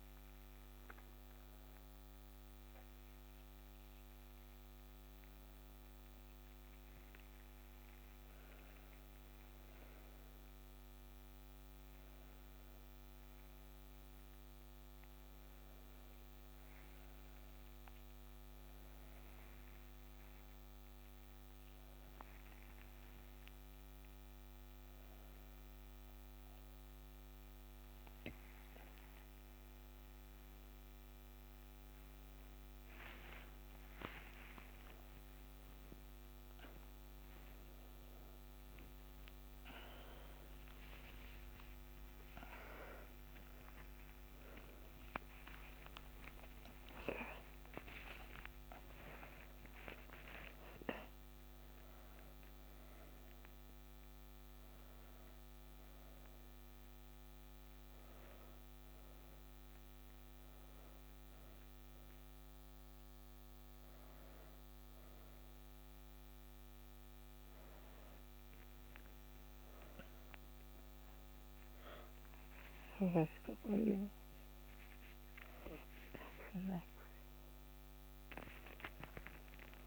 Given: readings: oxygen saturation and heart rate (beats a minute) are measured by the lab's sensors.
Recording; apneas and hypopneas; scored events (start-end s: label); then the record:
a person awake in a sleep study, by a microphone on the trachea; none
45.00-56.00 s: oxygen desaturation (device-marked, oxygen 97% before, 92% lowest, heart rate 121 before, 66 extreme)
From the record:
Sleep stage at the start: awake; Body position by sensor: on the back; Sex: female